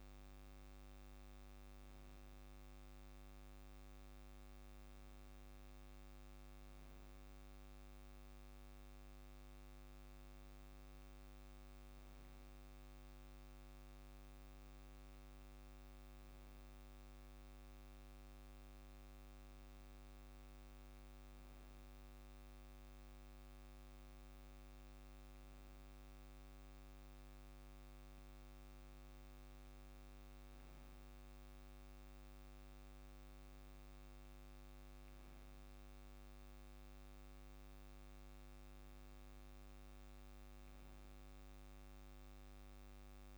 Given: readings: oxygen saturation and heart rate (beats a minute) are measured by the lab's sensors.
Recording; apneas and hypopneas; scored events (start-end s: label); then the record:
breathing in sleep, hard to hear, by a microphone on the trachea; none
0.00-1.50 s: long interval between heartbeats (device-marked, heart rate 56 extreme)
7.00-9.00 s: long interval between heartbeats (device-marked, heart rate 51 before, 47 extreme)
10.50-12.50 s: long interval between heartbeats (device-marked, heart rate 51 before, 46 extreme)
16.00-18.00 s: long interval between heartbeats (device-marked, heart rate 48 before, 47 extreme)
22.50-24.50 s: long interval between heartbeats (device-marked, heart rate 42 before, 28 extreme)
31.00-33.00 s: long interval between heartbeats (device-marked, heart rate 39 before, 55 extreme)
From the record:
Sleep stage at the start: N2 (light sleep); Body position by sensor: on the back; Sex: male